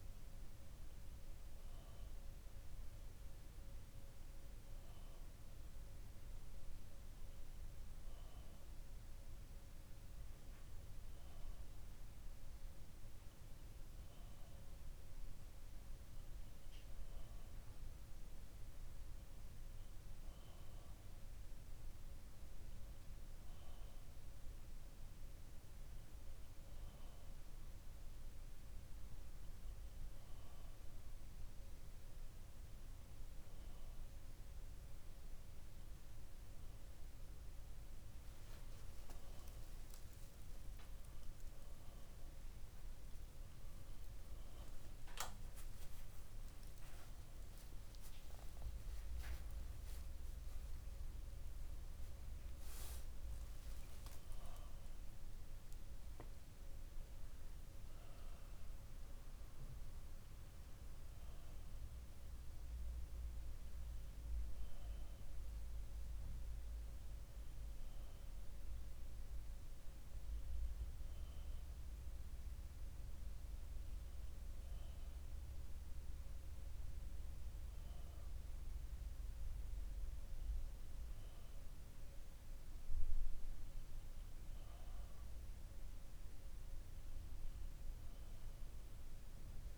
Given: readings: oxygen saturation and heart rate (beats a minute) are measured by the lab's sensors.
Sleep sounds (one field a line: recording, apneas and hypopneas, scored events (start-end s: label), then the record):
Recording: breathing in sleep, hard to hear, by a room microphone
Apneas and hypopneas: none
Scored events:
40.00-45.50 s: arousal
From the record:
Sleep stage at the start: N2 (light sleep)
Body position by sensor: on the back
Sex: male